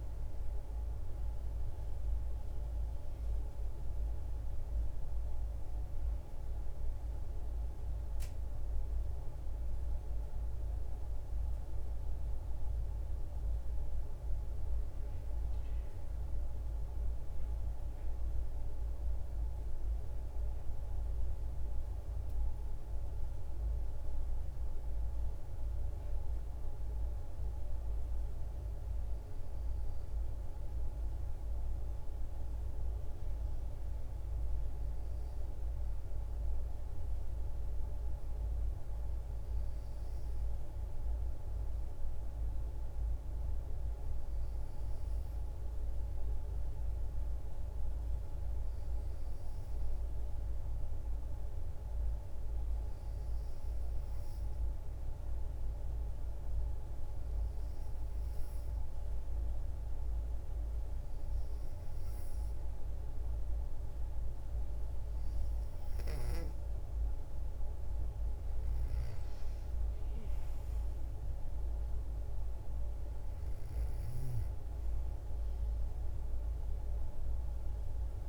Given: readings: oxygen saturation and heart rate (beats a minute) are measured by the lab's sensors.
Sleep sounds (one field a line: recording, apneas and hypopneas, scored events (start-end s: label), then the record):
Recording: breathing in sleep, hard to hear, by a room microphone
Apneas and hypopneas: 1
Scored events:
0.00-12.00 s: oxygen desaturation (device-marked, oxygen 90% lowest, heart rate 53 extreme)
54.50-65.50 s: hypopnea (oxygen 95% before, 91% lowest, heart rate 57 before, 54 extreme, up 7 after)
68.50-74.00 s: snoring (device-marked)
69.00-72.00 s: arousal
From the record:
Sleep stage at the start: N2 (light sleep)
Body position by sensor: on the back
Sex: female